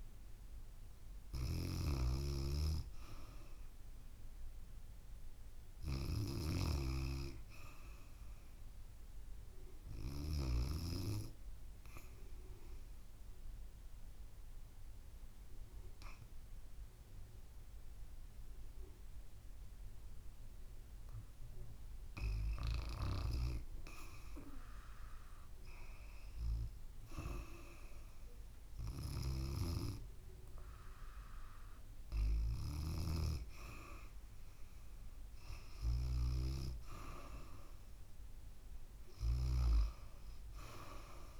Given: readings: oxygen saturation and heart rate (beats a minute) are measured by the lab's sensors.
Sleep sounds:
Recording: breathing in sleep by a room microphone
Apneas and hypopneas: 1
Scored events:
0.00-3.00 s: oxygen desaturation (device-marked, oxygen 89% lowest, heart rate 68 extreme)
5.50-8.50 s: arousal
11.50-23.00 s: obstructive apnea (oxygen 95% before, 92% lowest, heart rate 76 before, 68 extreme, up 0 after)
26.00-29.50 s: arousal
34.00-41.40 s: oxygen desaturation (device-marked, oxygen 95% before, 92% lowest, heart rate 70 before, 68 extreme)
From the record:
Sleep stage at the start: REM sleep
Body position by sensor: on the back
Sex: female

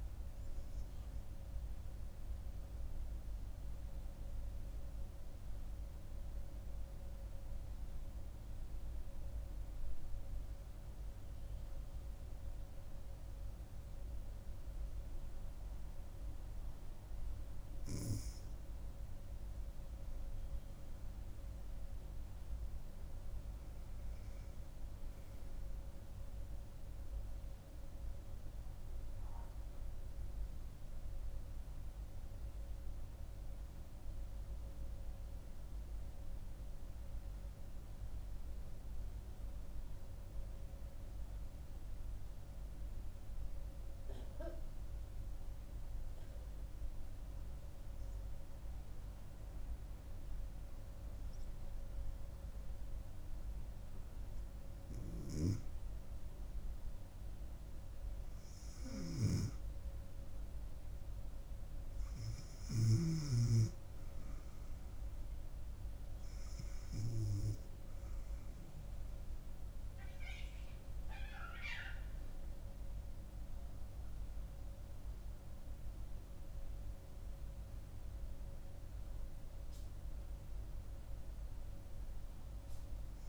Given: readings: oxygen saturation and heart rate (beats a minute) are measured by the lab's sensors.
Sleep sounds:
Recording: breathing in sleep by a room microphone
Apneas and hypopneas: 2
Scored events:
0.00-8.50 s: oxygen desaturation (device-marked, oxygen 88% lowest, heart rate 68 extreme)
3.00-17.50 s: central apnea (oxygen 98% before, 89% lowest, heart rate 73 before, 68 extreme, up 8 after)
21.50-45.50 s: oxygen desaturation (device-marked, oxygen 98% before, 89% lowest, heart rate 69 before, 66 extreme)
25.00-29.00 s: arousal
38.00-55.00 s: hypopnea (oxygen 98% before, 89% lowest, heart rate 77 before, 66 extreme, up 4 after)
56.50-60.50 s: arousal
59.50-76.50 s: oxygen desaturation (device-marked, oxygen 98% before, 91% lowest, heart rate 69 before, 67 extreme)
From the record:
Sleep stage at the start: N2 (light sleep)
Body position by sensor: on the back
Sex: female

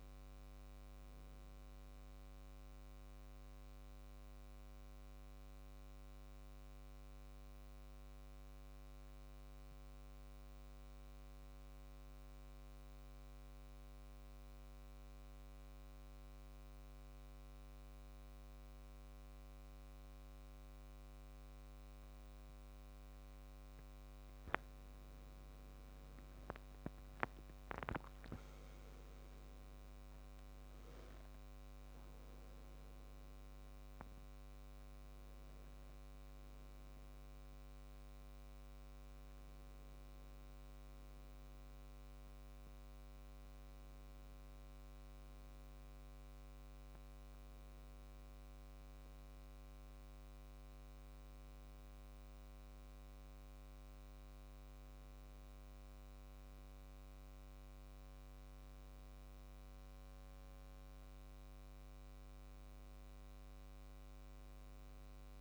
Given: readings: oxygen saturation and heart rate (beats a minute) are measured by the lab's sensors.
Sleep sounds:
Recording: breathing in sleep, hard to hear, by a microphone on the trachea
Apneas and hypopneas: 1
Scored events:
3.00-24.00 s: mixed apnea (oxygen 96% before, 81% lowest, heart rate 70 before, 67 extreme, up 6 after)
8.50-20.50 s: oxygen desaturation (device-marked, oxygen 94% before, 90% lowest, heart rate 69 before, 69 extreme)
22.50-62.50 s: oxygen desaturation (device-marked, oxygen 96% before, 81% lowest, heart rate 69 before, 69 extreme)
25.50-29.50 s: arousal
From the record:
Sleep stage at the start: N2 (light sleep)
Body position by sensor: on the back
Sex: male

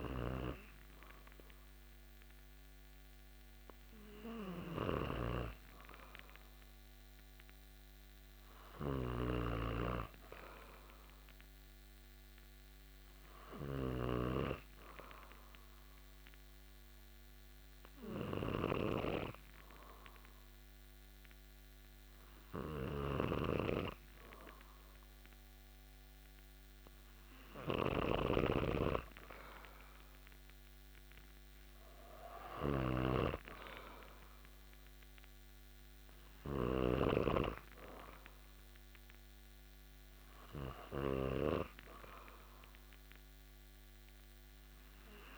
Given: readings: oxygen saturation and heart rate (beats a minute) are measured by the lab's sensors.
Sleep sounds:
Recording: breathing in sleep by a microphone on the trachea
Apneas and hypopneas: 1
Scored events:
0.00-6.00 s: oxygen desaturation (device-marked, oxygen 94% lowest)
4.50-41.50 s: snoring (device-marked)
9.50-27.00 s: hypopnea (oxygen 98% before, 94% lowest)
30.50-34.00 s: arousal
From the record:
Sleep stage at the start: N2 (light sleep)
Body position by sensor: on the back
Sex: male

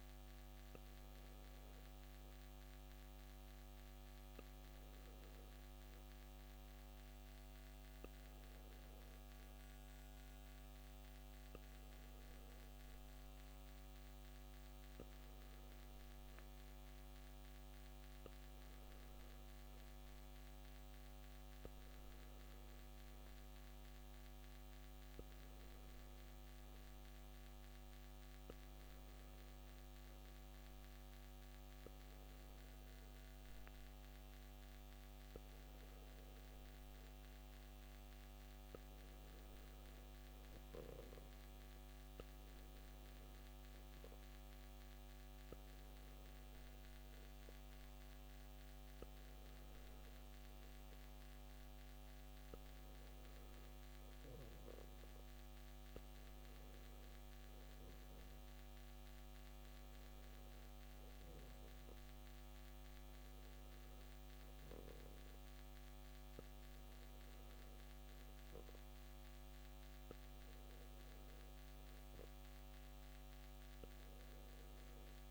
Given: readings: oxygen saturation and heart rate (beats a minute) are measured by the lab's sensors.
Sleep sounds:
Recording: breathing in sleep, hard to hear, by a microphone on the trachea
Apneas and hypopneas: 1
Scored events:
10.00-27.00 s: hypopnea (oxygen 96% before, 93% lowest, heart rate 63 before, 59 extreme, up 1 after)
29.00-33.50 s: arousal
From the record:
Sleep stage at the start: N1 (lightest sleep)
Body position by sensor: on the back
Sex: male

